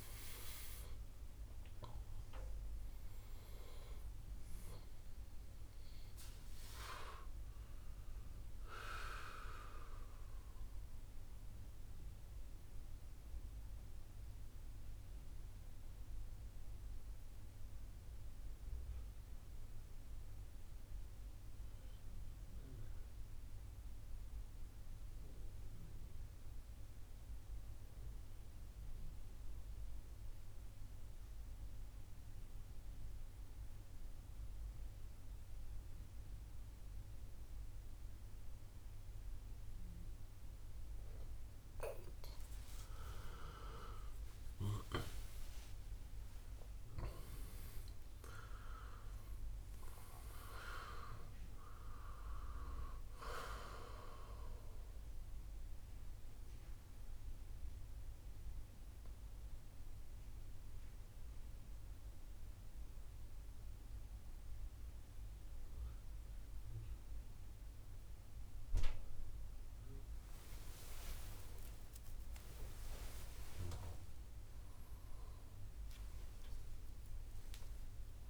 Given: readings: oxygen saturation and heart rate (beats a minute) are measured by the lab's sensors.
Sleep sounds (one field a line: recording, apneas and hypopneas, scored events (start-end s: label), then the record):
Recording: breathing in sleep by a room microphone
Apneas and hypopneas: 2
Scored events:
0.00-15.00 s: oxygen desaturation (device-marked, oxygen 84% lowest, heart rate 61 extreme)
11.00-42.00 s: mixed apnea (oxygen 95% before, 84% lowest, heart rate 72 before, 55 extreme, up 10 after)
39.00-71.00 s: oxygen desaturation (device-marked, oxygen 98% before, 92% lowest, heart rate 64 before, 55 extreme)
43.50-48.50 s: arousal
55.00-70.50 s: central apnea (oxygen 99% before, 87% lowest, heart rate 68 before, 55 extreme, up 19 after)
71.00-76.00 s: arousal
From the record:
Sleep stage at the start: N2 (light sleep)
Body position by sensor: on the back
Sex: male